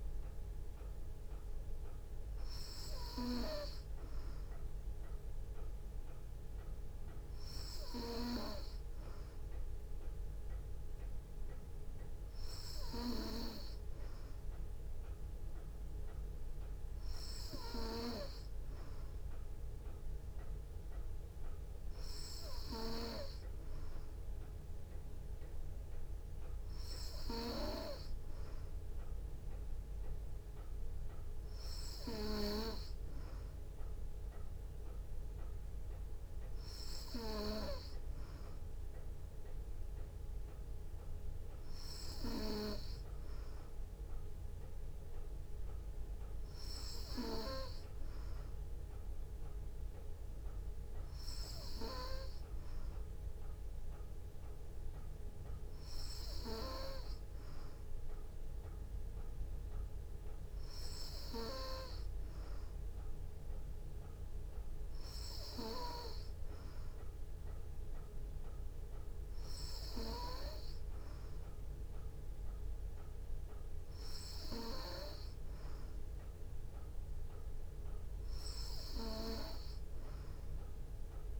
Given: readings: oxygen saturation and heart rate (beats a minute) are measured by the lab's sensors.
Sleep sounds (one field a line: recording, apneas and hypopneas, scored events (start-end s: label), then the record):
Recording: breathing in sleep by a room microphone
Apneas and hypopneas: none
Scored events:
none scored
From the record:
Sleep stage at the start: N3 (deep sleep)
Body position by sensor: on the back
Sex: female